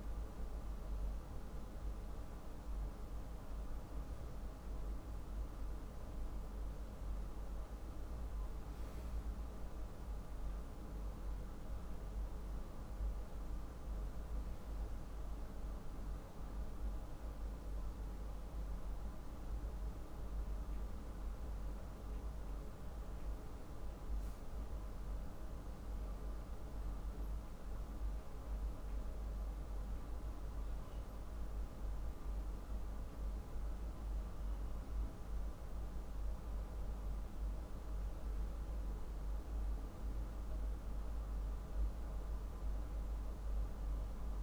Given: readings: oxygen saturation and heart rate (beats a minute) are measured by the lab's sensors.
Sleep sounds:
breathing in sleep, hard to hear, by a room microphone; none
0.00-3.00 s: arousal
From the record:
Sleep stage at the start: N1 (lightest sleep); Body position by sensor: on the back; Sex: male

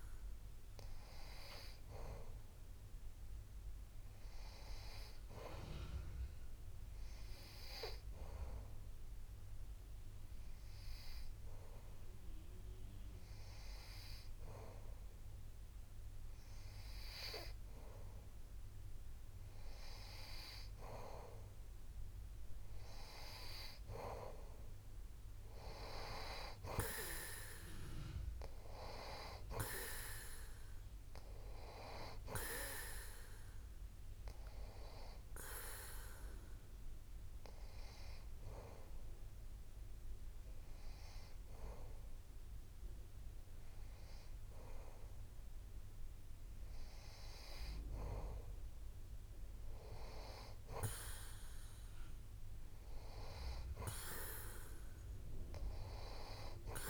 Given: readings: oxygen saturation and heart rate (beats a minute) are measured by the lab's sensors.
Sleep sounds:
breathing in sleep by a room microphone; 2
7.00-18.00 s: hypopnea (oxygen 95% before, 90% lowest)
20.00-23.50 s: arousal
28.50-49.50 s: oxygen desaturation (device-marked, oxygen 93% before, 90% lowest)
34.50-45.50 s: hypopnea (oxygen 94% before, 90% lowest)
49.50-53.00 s: arousal
From the record:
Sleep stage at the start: N2 (light sleep); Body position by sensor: on the back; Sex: male

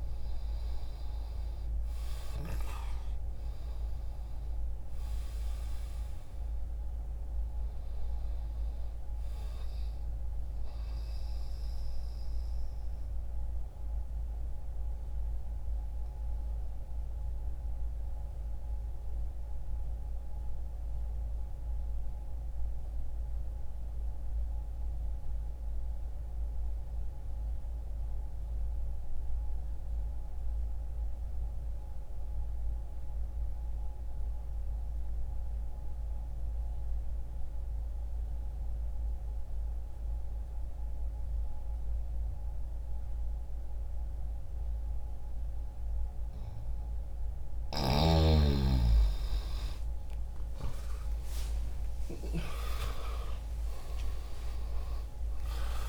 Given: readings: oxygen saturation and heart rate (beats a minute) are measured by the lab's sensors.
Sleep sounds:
breathing in sleep by a room microphone; 1
0.00-2.50 s: arousal
10.50-46.00 s: obstructive apnea (oxygen 97% before, 87% lowest, heart rate 60 before, 60 extreme)
23.50-36.50 s: oxygen desaturation (device-marked, oxygen 95% before, 87% lowest, heart rate 60 before, 60 extreme)
42.50-55.89 s: oxygen desaturation (device-marked, oxygen 98% before, 91% lowest, heart rate 60 before, 59 extreme)
48.50-53.50 s: arousal
From the record:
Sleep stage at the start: N2 (light sleep); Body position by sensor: on the left side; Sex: male

